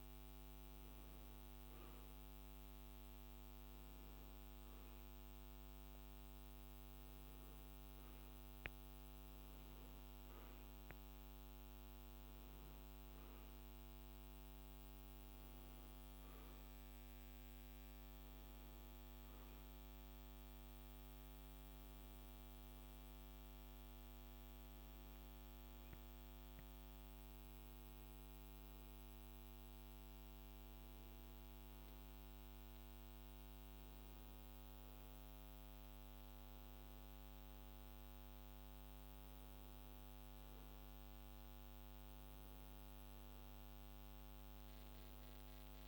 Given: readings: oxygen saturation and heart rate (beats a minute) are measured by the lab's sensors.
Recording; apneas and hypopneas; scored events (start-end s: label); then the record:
a person partly awake in a sleep study, hard to hear, by a microphone on the trachea; none
20.50-45.88 s: new sleep stage, N1 (lightest sleep)
From the record:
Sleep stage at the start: awake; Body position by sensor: on the right side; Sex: male